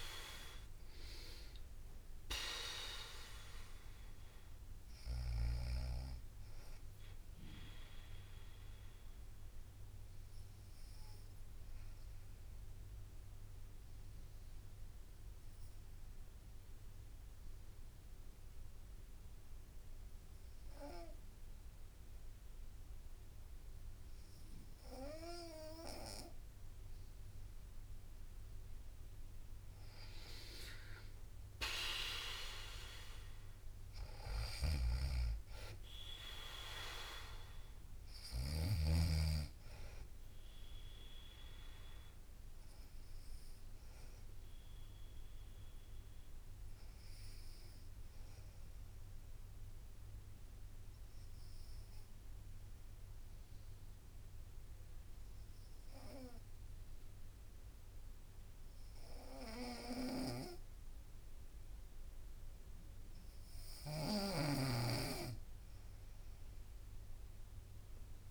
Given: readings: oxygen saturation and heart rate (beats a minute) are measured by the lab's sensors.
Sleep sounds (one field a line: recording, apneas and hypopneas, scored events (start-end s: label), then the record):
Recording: breathing in sleep by a room microphone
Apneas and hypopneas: 2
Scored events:
0.00-7.50 s: drop in pulse transit time (device-marked, heart rate 60 extreme)
6.50-20.50 s: bradycardia (device-marked, heart rate 62 before, 55 extreme)
8.00-27.50 s: obstructive apnea (oxygen 97% before, 92% lowest, heart rate 61 before, 55 extreme, up 2 after)
24.50-30.50 s: bradycardia (device-marked, heart rate 61 before, 58 extreme)
30.50-41.50 s: drop in pulse transit time (device-marked, heart rate 58 before, 58 extreme)
31.50-35.50 s: arousal
33.50-55.50 s: oxygen desaturation (device-marked, oxygen 97% before, 92% lowest, heart rate 58 before, 57 extreme)
34.00-38.50 s: snoring (device-marked)
37.50-43.50 s: bradycardia (device-marked, heart rate 61 before, 57 extreme)
47.50-64.00 s: obstructive apnea (oxygen 98% before, 92% lowest, heart rate 59 before, 57 extreme, up 1 after)
57.50-68.31 s: bradycardia (device-marked, heart rate 61 before, 57 extreme)
59.50-63.50 s: snoring (device-marked)
From the record:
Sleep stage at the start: N2 (light sleep)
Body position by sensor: on the right side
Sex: female